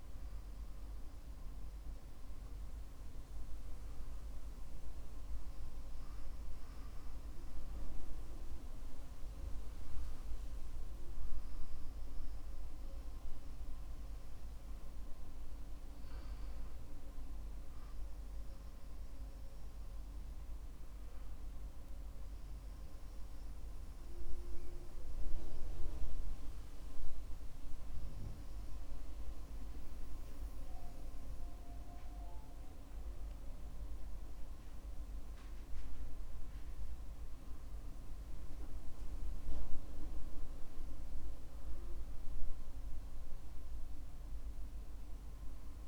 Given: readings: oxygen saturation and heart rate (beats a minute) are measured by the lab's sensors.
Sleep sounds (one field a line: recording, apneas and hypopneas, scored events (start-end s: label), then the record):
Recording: breathing in sleep, hard to hear, by a room microphone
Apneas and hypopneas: none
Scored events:
37.50-45.88 s: new sleep stage, N2 (light sleep)
From the record:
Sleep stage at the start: N1 (lightest sleep)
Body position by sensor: on the back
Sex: male